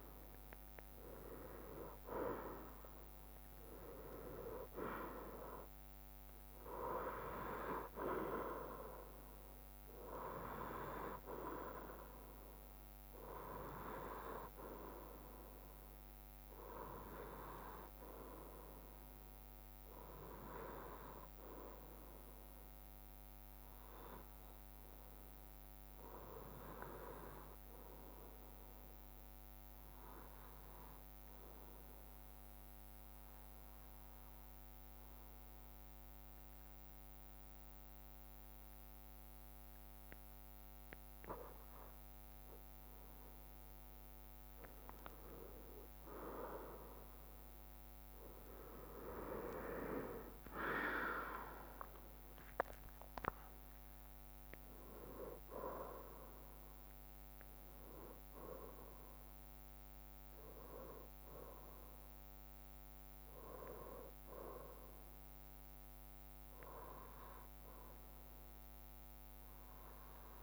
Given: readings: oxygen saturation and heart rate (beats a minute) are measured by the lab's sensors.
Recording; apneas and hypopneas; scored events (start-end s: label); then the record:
breathing in sleep by a microphone on the trachea; 1
0.00-1.50 s: arousal
0.00-13.00 s: drop in pulse transit time (device-marked, heart rate 61 extreme)
28.50-42.00 s: obstructive apnea (oxygen 97% before, 95% lowest, heart rate 63 before, 62 extreme, up 4 after)
45.00-49.00 s: arousal
46.00-60.00 s: drop in pulse transit time (device-marked, heart rate 64 before, 65 extreme)
From the record:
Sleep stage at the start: N2 (light sleep); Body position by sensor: on the right side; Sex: male